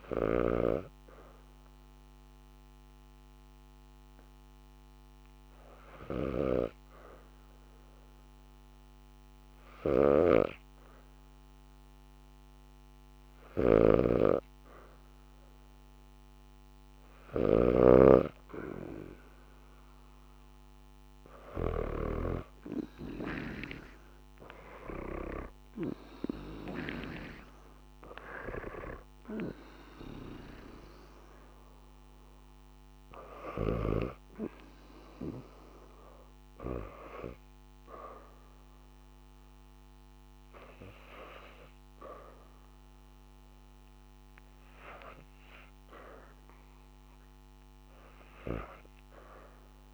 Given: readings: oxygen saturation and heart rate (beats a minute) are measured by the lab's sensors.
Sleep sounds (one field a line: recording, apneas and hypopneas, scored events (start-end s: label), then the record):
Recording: breathing in sleep by a microphone on the trachea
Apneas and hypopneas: 1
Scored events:
0.00-12.00 s: oxygen desaturation (device-marked, oxygen 79% lowest, heart rate 75 extreme)
3.00-14.50 s: hypopnea (oxygen 89% before, 79% lowest, heart rate 73 before, 77 extreme, up 5 after)
13.00-21.50 s: snoring (device-marked)
14.00-24.00 s: oxygen desaturation (device-marked, oxygen 86% before, 81% lowest, heart rate 75 before, 79 extreme)
23.00-27.00 s: arousal
44.50-48.50 s: arousal
From the record:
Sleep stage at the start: REM sleep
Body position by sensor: on the back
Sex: female